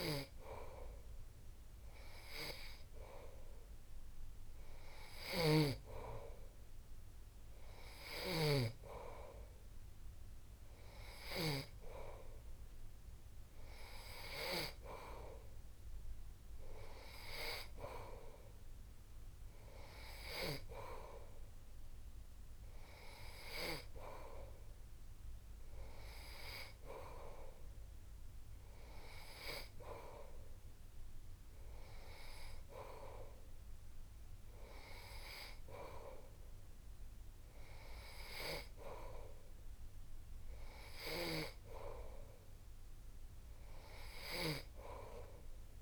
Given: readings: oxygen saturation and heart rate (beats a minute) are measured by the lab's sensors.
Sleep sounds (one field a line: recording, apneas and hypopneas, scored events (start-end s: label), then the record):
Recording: breathing in sleep by a room microphone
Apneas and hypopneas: none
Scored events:
5.00-8.50 s: snoring (device-marked)
From the record:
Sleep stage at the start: N3 (deep sleep)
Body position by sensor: on the back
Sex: male